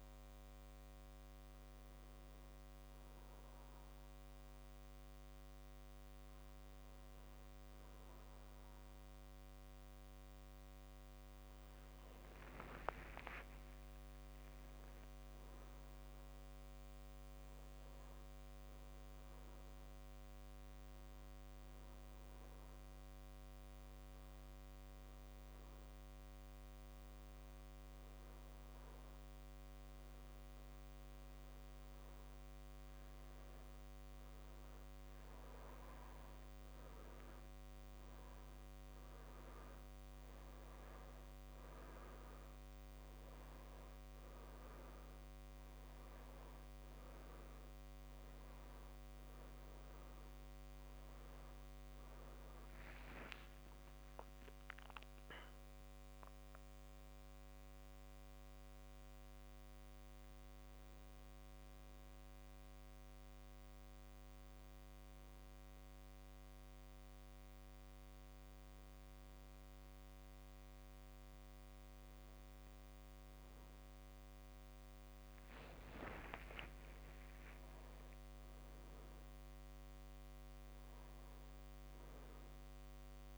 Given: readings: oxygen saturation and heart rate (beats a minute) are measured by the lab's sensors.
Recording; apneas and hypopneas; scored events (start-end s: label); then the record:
breathing in sleep, hard to hear, by a microphone on the trachea; 1
12.00-16.00 s: arousal
19.00-32.50 s: obstructive apnea (oxygen 99% before, 96% lowest)
52.50-57.50 s: arousal
75.50-80.00 s: arousal
From the record:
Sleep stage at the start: N2 (light sleep); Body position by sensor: on the back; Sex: male